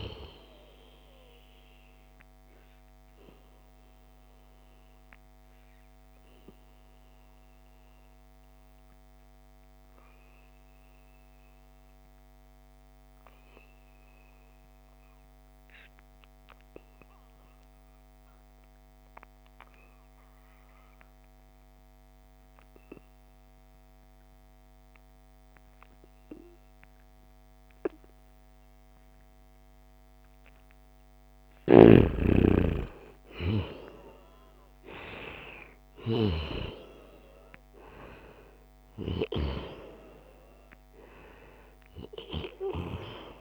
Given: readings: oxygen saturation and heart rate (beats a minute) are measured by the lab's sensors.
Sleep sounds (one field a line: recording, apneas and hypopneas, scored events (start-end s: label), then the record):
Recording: breathing in sleep by a microphone on the trachea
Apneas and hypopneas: 1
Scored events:
0.00-13.00 s: oxygen desaturation (device-marked, oxygen 88% lowest, heart rate 70 extreme)
2.00-30.00 s: obstructive apnea (oxygen 97% before, 88% lowest, heart rate 78 before, 72 extreme, up 11 after)
31.00-43.41 s: oxygen desaturation (device-marked, oxygen 97% before, 89% lowest, heart rate 73 before, 67 extreme)
32.00-36.00 s: arousal
From the record:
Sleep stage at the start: N2 (light sleep)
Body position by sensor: on the back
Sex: male